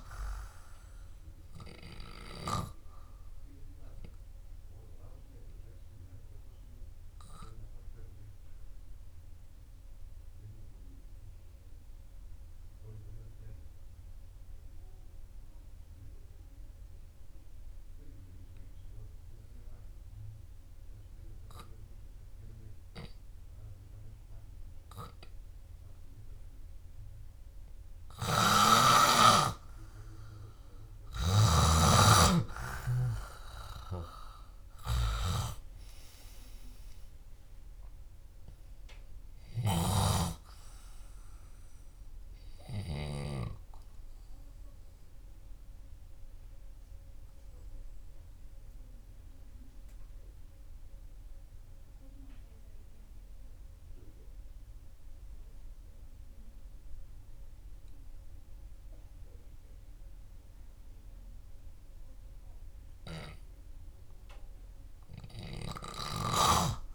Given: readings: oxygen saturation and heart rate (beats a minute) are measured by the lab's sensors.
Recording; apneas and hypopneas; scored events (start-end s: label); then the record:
breathing in sleep by a room microphone; 2
0.00-1.00 s: arousal
0.00-11.00 s: oxygen desaturation (device-marked, oxygen 88% lowest, heart rate 56 extreme)
7.50-23.50 s: obstructive apnea (oxygen 97% before, 91% lowest, heart rate 66 before, 56 extreme)
23.00-38.00 s: oxygen desaturation (device-marked, oxygen 97% before, 91% lowest, heart rate 68 before, 56 extreme)
29.50-32.50 s: arousal
40.00-43.00 s: arousal
46.50-62.50 s: obstructive apnea (oxygen 97% before, 93% lowest, heart rate 68 before, 65 extreme)
57.00-66.95 s: oxygen desaturation (device-marked, oxygen 97% before, 93% lowest, heart rate 75 before, 64 extreme)
From the record:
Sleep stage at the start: N2 (light sleep); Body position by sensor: on the back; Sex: male